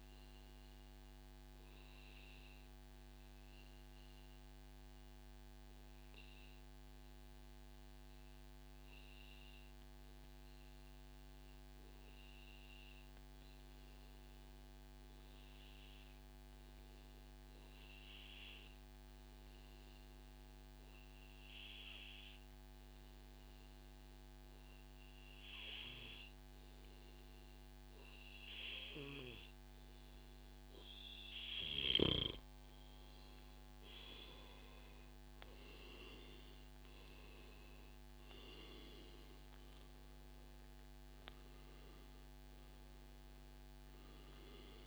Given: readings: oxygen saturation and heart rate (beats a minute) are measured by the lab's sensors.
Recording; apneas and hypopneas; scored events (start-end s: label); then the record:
breathing in sleep by a microphone on the trachea; 1
0.50-30.50 s: obstructive apnea (oxygen 96% before, 94% lowest, heart rate 128 before, 106 extreme, up 1 after)
34.00-38.00 s: arousal
From the record:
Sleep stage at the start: N2 (light sleep); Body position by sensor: on the back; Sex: male